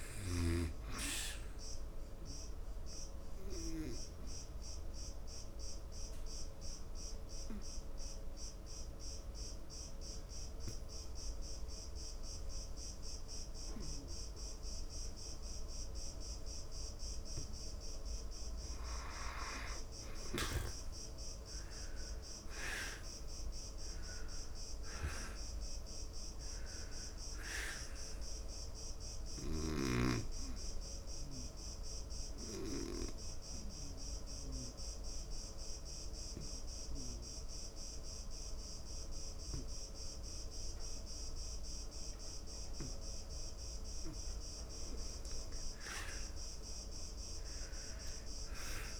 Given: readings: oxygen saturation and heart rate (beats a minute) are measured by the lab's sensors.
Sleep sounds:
breathing in sleep by a room microphone; 2
2.00-18.50 s: obstructive apnea (oxygen 97% before, 82% lowest, heart rate 73 before, 69 extreme, up 5 after)
5.00-16.00 s: oxygen desaturation (device-marked, oxygen 97% before, 89% lowest, heart rate 72 before, 69 extreme)
20.00-24.00 s: arousal
28.00-49.00 s: oxygen desaturation (device-marked, oxygen 94% before, 82% lowest, heart rate 72 before, 72 extreme)
29.00-44.50 s: obstructive apnea (oxygen 96% before, 82% lowest, heart rate 72 before, 72 extreme, up 2 after)
46.50-49.00 s: arousal
From the record:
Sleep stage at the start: N2 (light sleep); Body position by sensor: on the back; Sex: male

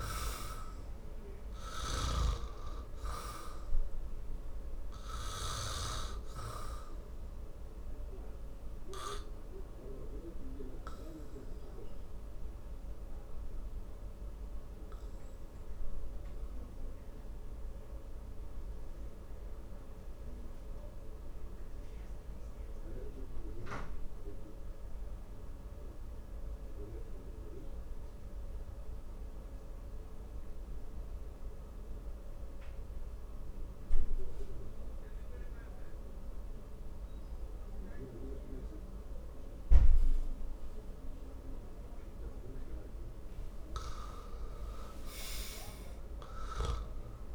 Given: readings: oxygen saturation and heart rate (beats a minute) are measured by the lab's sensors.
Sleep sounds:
breathing in sleep by a room microphone; 1
0.00-37.00 s: oxygen desaturation (device-marked, oxygen 78% lowest, heart rate 51 extreme)
7.00-43.00 s: obstructive apnea (oxygen 98% before, 78% lowest, heart rate 65 before, 49 extreme, up 15 after)
44.50-47.35 s: arousal
From the record:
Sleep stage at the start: N2 (light sleep); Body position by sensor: on the back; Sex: male

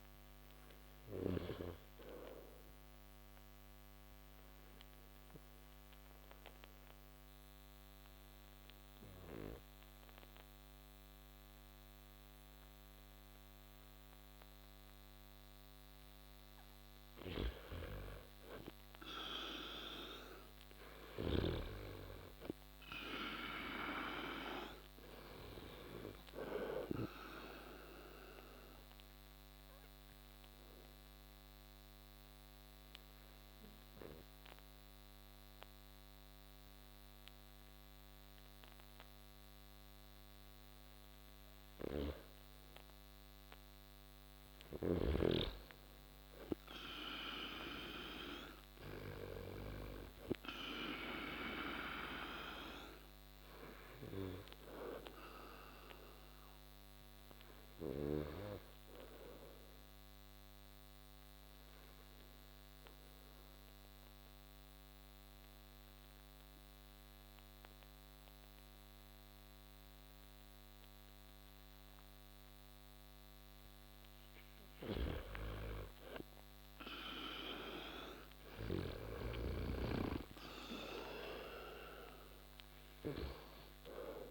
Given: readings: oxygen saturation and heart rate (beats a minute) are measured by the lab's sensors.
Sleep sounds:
breathing in sleep by a microphone on the trachea; 3
2.50-16.00 s: obstructive apnea (oxygen 97% before, 89% lowest)
3.50-16.50 s: oxygen desaturation (device-marked, oxygen 97% before, 91% lowest)
19.50-23.00 s: arousal
28.00-42.00 s: obstructive apnea (oxygen 96% before, 89% lowest)
28.50-47.50 s: oxygen desaturation (device-marked, oxygen 96% before, 89% lowest)
47.00-50.00 s: arousal
53.50-73.50 s: obstructive apnea (oxygen 97% before, 89% lowest)
59.50-72.50 s: oxygen desaturation (device-marked, oxygen 97% before, 90% lowest)
74.50-79.50 s: snoring (device-marked)
76.00-79.50 s: arousal
From the record:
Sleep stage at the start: N2 (light sleep); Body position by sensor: on the back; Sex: male

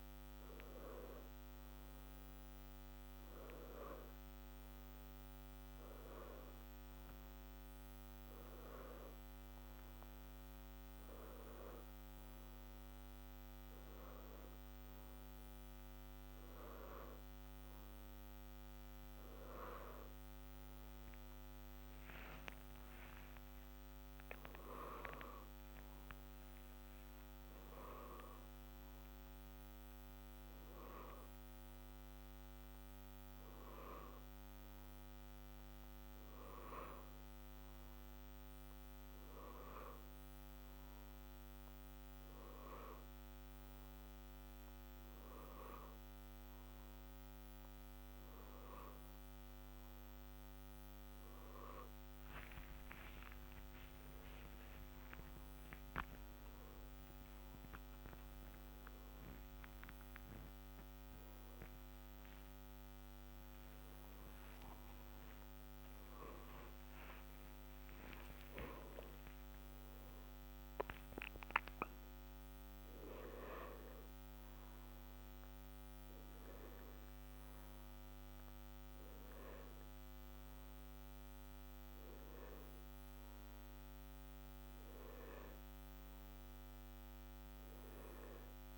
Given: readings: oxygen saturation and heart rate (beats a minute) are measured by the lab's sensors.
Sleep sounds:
breathing in sleep by a microphone on the trachea; none
21.00-26.50 s: arousal
53.00-59.50 s: arousal
From the record:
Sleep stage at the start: N1 (lightest sleep); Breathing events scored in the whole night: 302 in 5.8 hours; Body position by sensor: on the left side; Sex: male

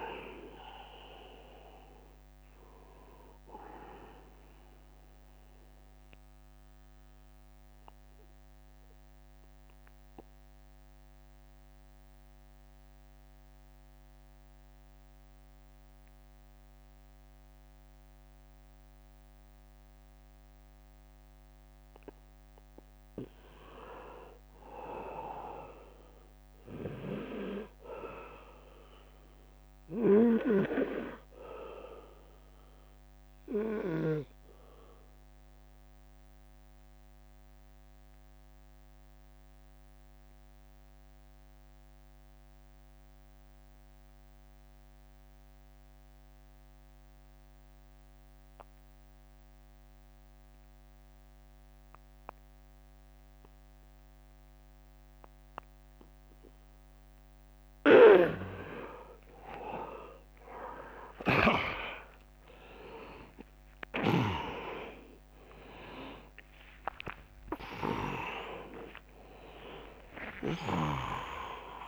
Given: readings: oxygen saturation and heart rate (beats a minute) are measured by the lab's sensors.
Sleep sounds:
breathing in sleep by a microphone on the trachea; 2
0.00-2.00 s: drop in pulse transit time (device-marked, heart rate 80 extreme)
0.00-13.00 s: oxygen desaturation (device-marked, oxygen 87% lowest, heart rate 66 extreme)
4.50-23.00 s: obstructive apnea (oxygen 100% before, 79% lowest, heart rate 84 before, 66 extreme, up 5 after)
25.00-28.00 s: arousal
30.00-45.00 s: oxygen desaturation (device-marked, oxygen 100% before, 90% lowest, heart rate 78 before, 66 extreme)
30.50-32.50 s: long interval between heartbeats (device-marked, heart rate 78 before, 73 extreme)
35.50-56.50 s: obstructive apnea (oxygen 100% before, 79% lowest, heart rate 76 before, 66 extreme, up 31 after)
56.00-71.88 s: oxygen desaturation (device-marked, oxygen 98% before, 79% lowest, heart rate 74 before, 69 extreme)
59.00-64.00 s: arousal
61.00-63.00 s: long interval between heartbeats (device-marked, heart rate 73 before, 81 extreme)
63.00-65.00 s: long interval between heartbeats (device-marked, heart rate 73 before, 89 extreme)
63.00-71.88 s: drop in pulse transit time (device-marked, heart rate 73 before, 82 extreme)
From the record:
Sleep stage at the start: N2 (light sleep); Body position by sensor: on the back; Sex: male

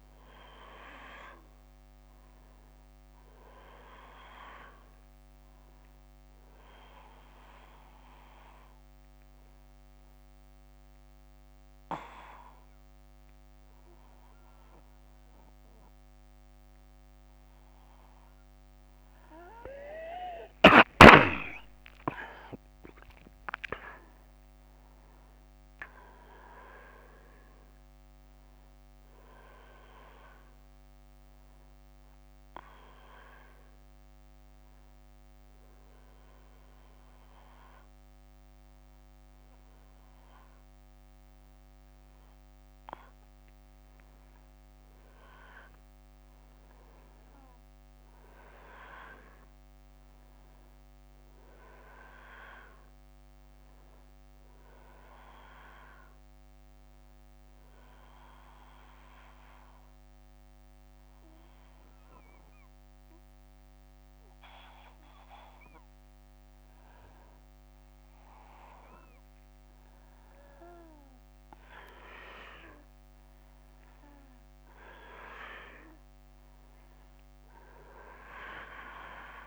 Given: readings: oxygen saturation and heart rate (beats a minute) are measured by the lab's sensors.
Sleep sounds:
breathing in sleep by a microphone on the trachea; 3
0.00-1.50 s: arousal
8.00-19.00 s: obstructive apnea (oxygen 96% before, 94% lowest, heart rate 65 before, 61 extreme, up 8 after)
20.50-24.50 s: arousal
33.50-43.50 s: hypopnea (oxygen 98% before, 93% lowest, heart rate 67 before, 61 extreme, up 5 after)
45.00-49.00 s: arousal
46.00-79.47 s: new sleep stage, N1 (lightest sleep)
56.50-67.50 s: mixed apnea (oxygen 98% before, 93% lowest, heart rate 64 before, 63 extreme, up 5 after)
71.00-75.00 s: arousal
78.00-79.47 s: oxygen desaturation (device-marked, oxygen 97% before, 93% lowest, heart rate 66 before, 62 extreme)
From the record:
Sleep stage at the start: N2 (light sleep); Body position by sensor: on the back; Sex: male

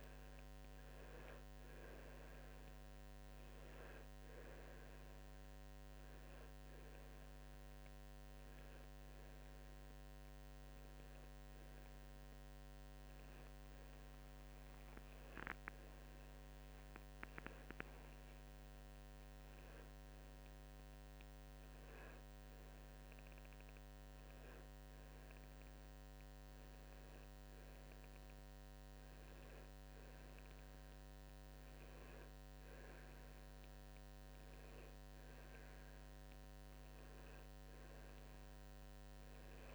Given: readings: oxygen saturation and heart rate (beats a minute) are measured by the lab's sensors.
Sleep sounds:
breathing in sleep, hard to hear, by a microphone on the trachea; 1
0.00-5.00 s: oxygen desaturation (device-marked, oxygen 93% lowest, heart rate 58 extreme)
2.50-13.50 s: hypopnea (oxygen 96% before, 93% lowest, heart rate 64 before, 58 extreme, up 30 after)
15.00-19.00 s: arousal
From the record:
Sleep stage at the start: N2 (light sleep); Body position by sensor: on the right side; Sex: male

